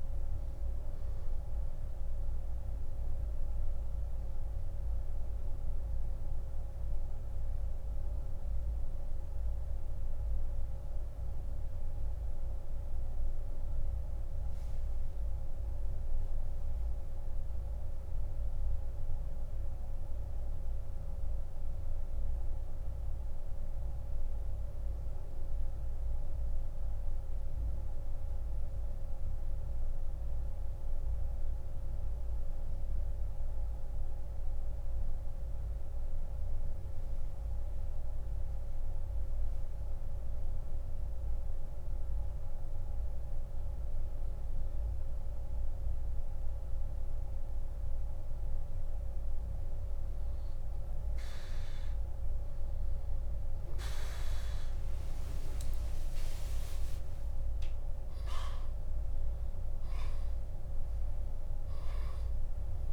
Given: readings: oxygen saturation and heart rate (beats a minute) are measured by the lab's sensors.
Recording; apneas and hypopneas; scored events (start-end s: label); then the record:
breathing in sleep, hard to hear, by a room microphone; 1
0.00-5.50 s: oxygen desaturation (device-marked, oxygen 92% lowest, heart rate 57 extreme)
5.00-51.00 s: mixed apnea (oxygen 97% before, 83% lowest, heart rate 93 before, 50 extreme, up 10 after)
23.50-40.50 s: oxygen desaturation (device-marked, oxygen 92% before, 83% lowest, heart rate 77 before, 50 extreme)
53.50-57.50 s: arousal
58.50-62.93 s: oxygen desaturation (device-marked, oxygen 98% before, 86% lowest, heart rate 66 before, 57 extreme)
From the record:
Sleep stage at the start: N2 (light sleep); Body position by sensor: on the back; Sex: male